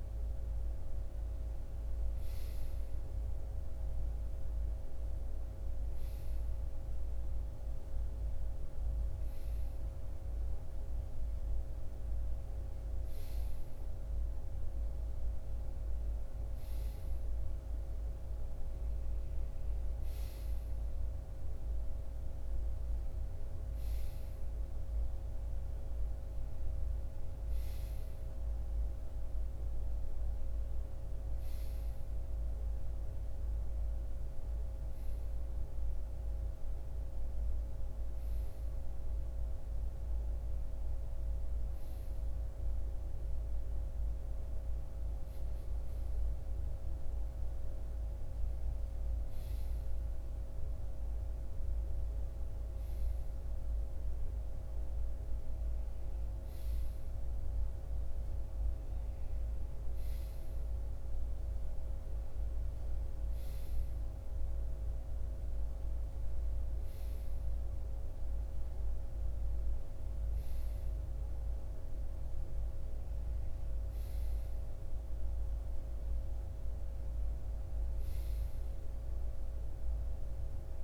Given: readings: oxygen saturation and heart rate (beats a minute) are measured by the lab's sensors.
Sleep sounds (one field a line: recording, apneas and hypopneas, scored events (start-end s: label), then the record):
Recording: breathing in sleep, hard to hear, by a room microphone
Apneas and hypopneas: none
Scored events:
none scored
From the record:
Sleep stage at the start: REM sleep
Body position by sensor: on the right side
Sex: male